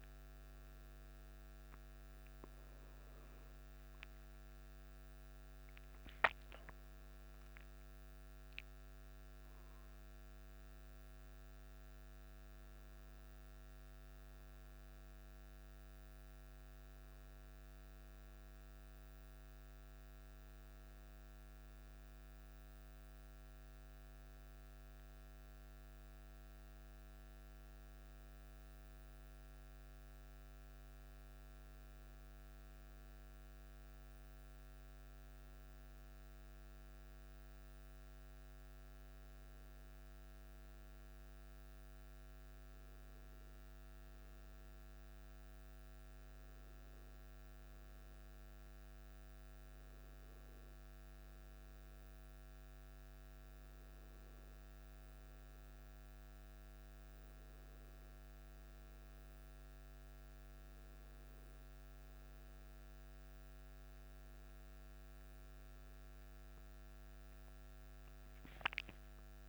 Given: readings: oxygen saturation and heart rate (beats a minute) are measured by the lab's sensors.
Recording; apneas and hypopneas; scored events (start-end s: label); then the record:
breathing in sleep, hard to hear, by a microphone on the trachea; none
4.50-8.00 s: arousal
From the record:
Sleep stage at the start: N1 (lightest sleep); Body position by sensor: on the back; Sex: male